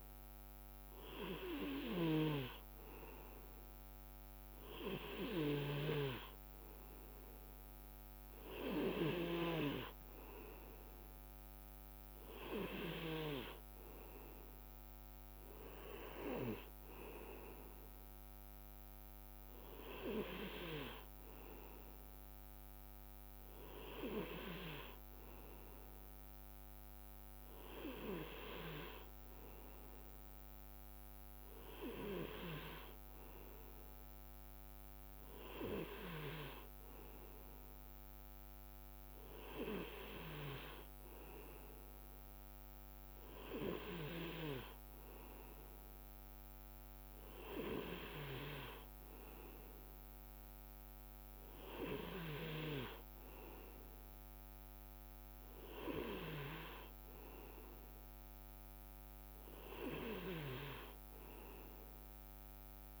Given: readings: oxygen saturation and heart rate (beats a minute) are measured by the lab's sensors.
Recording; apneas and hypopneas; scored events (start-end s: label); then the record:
breathing in sleep by a microphone on the trachea; none
6.00-8.00 s: long interval between heartbeats (device-marked, heart rate 60 before, 62 extreme)
51.00-53.00 s: long interval between heartbeats (device-marked, heart rate 59 before, 58 extreme)
54.00-56.00 s: long interval between heartbeats (device-marked, heart rate 59 before, 49 extreme)
62.00-63.00 s: long interval between heartbeats (device-marked, heart rate 56 before, 59 extreme)
From the record:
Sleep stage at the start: N2 (light sleep); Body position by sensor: on the right side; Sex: male